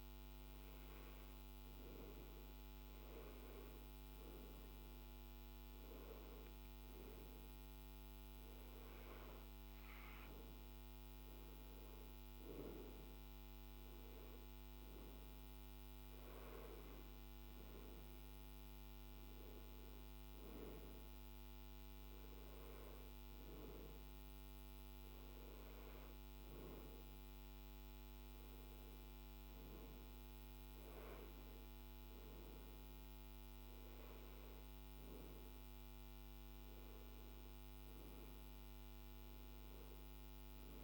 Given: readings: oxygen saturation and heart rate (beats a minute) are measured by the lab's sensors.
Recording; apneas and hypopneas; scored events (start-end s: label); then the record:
breathing in sleep, hard to hear, by a microphone on the trachea; none
none scored
From the record:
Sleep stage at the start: N2 (light sleep); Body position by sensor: on the back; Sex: male